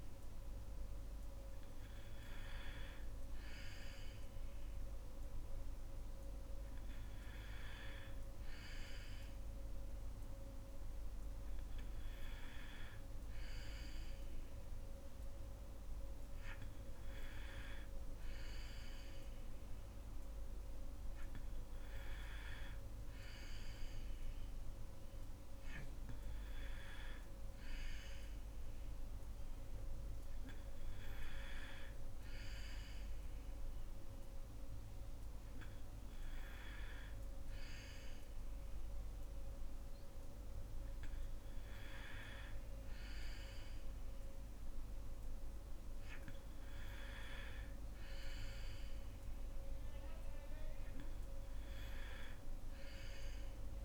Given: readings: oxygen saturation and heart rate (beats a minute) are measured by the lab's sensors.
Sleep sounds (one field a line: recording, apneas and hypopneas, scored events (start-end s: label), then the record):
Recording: breathing in sleep, hard to hear, by a room microphone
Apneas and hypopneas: none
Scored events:
none scored
From the record:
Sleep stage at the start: N2 (light sleep)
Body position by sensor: on the back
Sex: female